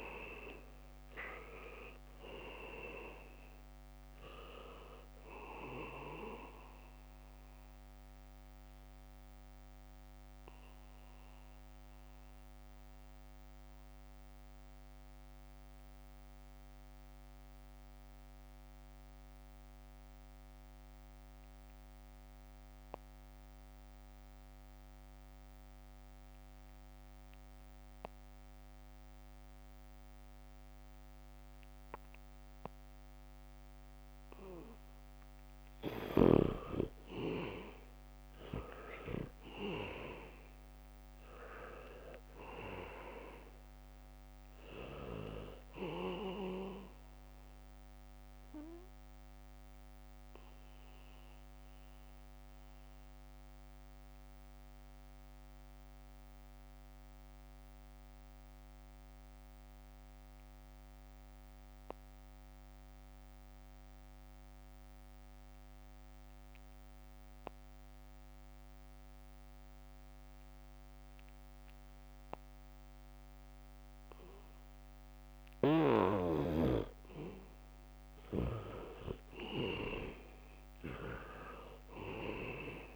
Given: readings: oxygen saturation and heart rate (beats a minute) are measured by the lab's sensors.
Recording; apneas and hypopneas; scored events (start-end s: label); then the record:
breathing in sleep by a microphone on the trachea; 2
0.00-1.50 s: long interval between heartbeats (device-marked, heart rate 70 extreme)
0.00-24.00 s: oxygen desaturation (device-marked, oxygen 75% lowest, heart rate 63 extreme)
9.00-36.00 s: mixed apnea (oxygen 99% before, 75% lowest, heart rate 69 before, 66 extreme, up 1 after)
31.00-62.00 s: oxygen desaturation (device-marked, oxygen 99% before, 78% lowest, heart rate 71 before, 61 extreme)
31.50-33.50 s: leg movement (device-marked)
35.50-38.00 s: leg movement (device-marked)
39.00-43.00 s: arousal
49.00-74.50 s: mixed apnea (oxygen 99% before, 77% lowest, heart rate 67 before, 61 extreme, up 0 after)
69.50-73.00 s: leg movement (device-marked)
71.00-82.96 s: oxygen desaturation (device-marked, oxygen 98% before, 77% lowest, heart rate 71 before, 61 extreme)
75.50-77.00 s: leg movement (device-marked)
79.00-82.96 s: leg movement (device-marked)
80.00-82.96 s: arousal
From the record:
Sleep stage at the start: N2 (light sleep); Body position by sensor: on the back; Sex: male